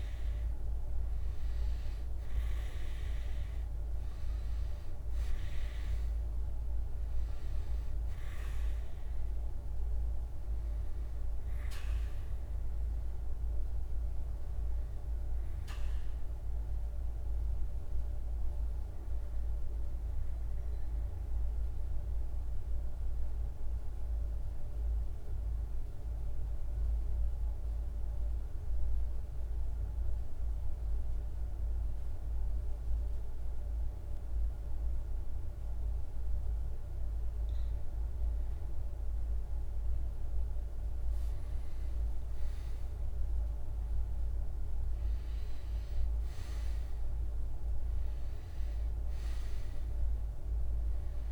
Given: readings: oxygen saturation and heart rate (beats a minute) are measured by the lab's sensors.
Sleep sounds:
breathing in sleep, hard to hear, by a room microphone; 1
0.00-1.50 s: arousal
0.00-22.50 s: oxygen desaturation (device-marked, oxygen 93% lowest, heart rate 53 extreme)
21.50-36.00 s: central apnea (oxygen 96% before, 93% lowest, heart rate 55 before, 53 extreme, up 4 after)
39.50-44.00 s: arousal
41.50-51.31 s: oxygen desaturation (device-marked, oxygen 99% before, 93% lowest, heart rate 53 before, 51 extreme)
From the record:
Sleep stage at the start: REM sleep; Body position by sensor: on the back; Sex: male

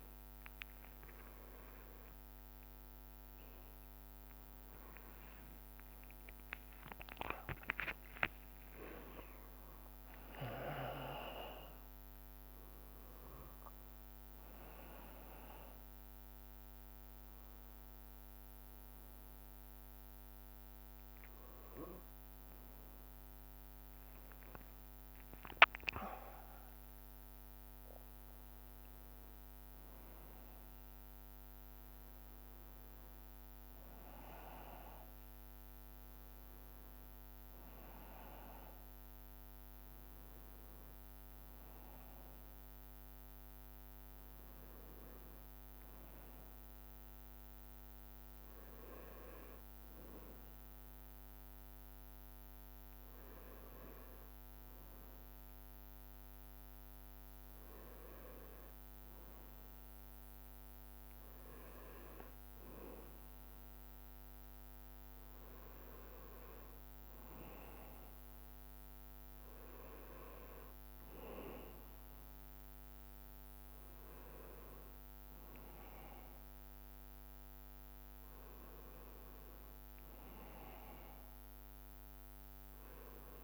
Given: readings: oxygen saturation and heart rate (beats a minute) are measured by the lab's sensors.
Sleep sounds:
breathing in sleep by a microphone on the trachea; none
22.50-26.00 s: arousal
59.00-83.43 s: new sleep stage, N2 (light sleep)
From the record:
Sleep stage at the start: N1 (lightest sleep); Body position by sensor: on the back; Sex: male

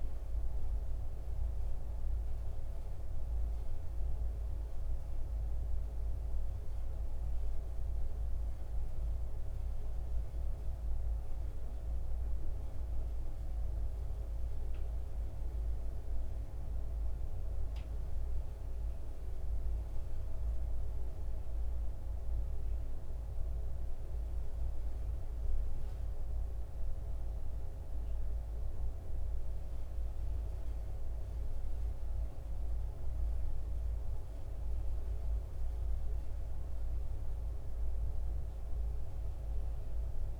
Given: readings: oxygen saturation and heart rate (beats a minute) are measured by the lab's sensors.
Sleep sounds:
breathing in sleep, hard to hear, by a room microphone; none
none scored
From the record:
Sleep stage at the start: N1 (lightest sleep); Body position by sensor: on the back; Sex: male

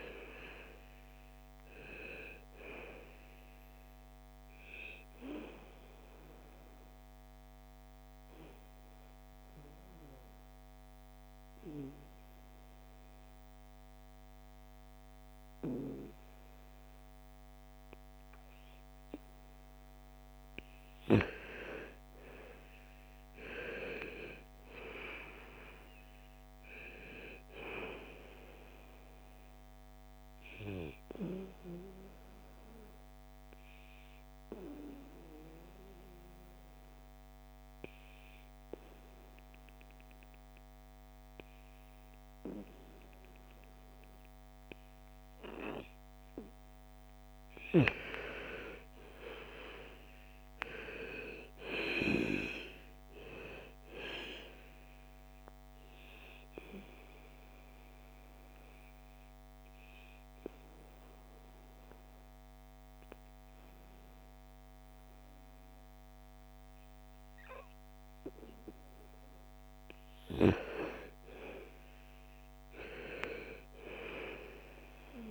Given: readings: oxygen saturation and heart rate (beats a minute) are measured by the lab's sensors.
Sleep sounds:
breathing in sleep by a microphone on the trachea; 3
0.00-1.00 s: arousal
0.00-15.50 s: oxygen desaturation (device-marked, oxygen 90% lowest, heart rate 54 extreme)
7.50-20.50 s: obstructive apnea (oxygen 98% before, 88% lowest, heart rate 59 before, 53 extreme, up 10 after)
21.50-26.00 s: arousal
23.50-39.50 s: oxygen desaturation (device-marked, oxygen 98% before, 88% lowest, heart rate 58 before, 52 extreme)
30.50-46.00 s: obstructive apnea (oxygen 98% before, 88% lowest, heart rate 58 before, 52 extreme, up 13 after)
47.50-51.50 s: arousal
53.50-66.50 s: oxygen desaturation (device-marked, oxygen 98% before, 88% lowest, heart rate 56 before, 55 extreme)
55.50-69.00 s: obstructive apnea (oxygen 98% before, 88% lowest, heart rate 57 before, 55 extreme, up 8 after)
70.50-74.00 s: arousal
From the record:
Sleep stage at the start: N2 (light sleep); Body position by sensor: on the back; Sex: female

